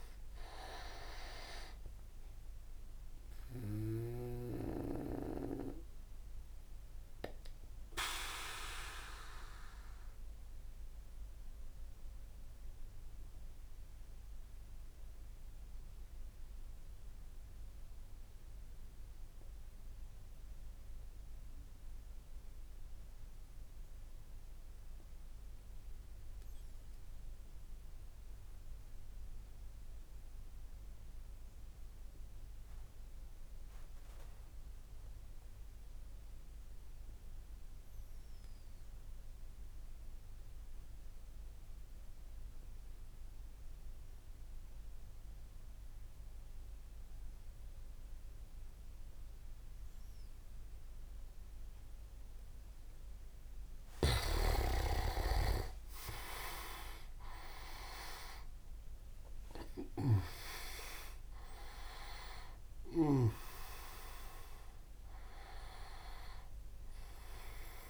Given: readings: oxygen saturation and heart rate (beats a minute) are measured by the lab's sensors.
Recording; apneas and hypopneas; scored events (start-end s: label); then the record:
breathing in sleep by a room microphone; 1
0.00-12.50 s: oxygen desaturation (device-marked, oxygen 93% lowest)
5.00-53.00 s: mixed apnea (oxygen 99% before, 93% lowest)
42.50-67.90 s: oxygen desaturation (device-marked, oxygen 99% before, 93% lowest)
50.50-67.90 s: tachycardia (device-marked)
53.00-56.00 s: leg movement (device-marked)
53.50-63.00 s: snoring (device-marked)
54.50-58.00 s: arousal
From the record:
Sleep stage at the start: N2 (light sleep); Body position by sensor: on the back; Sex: male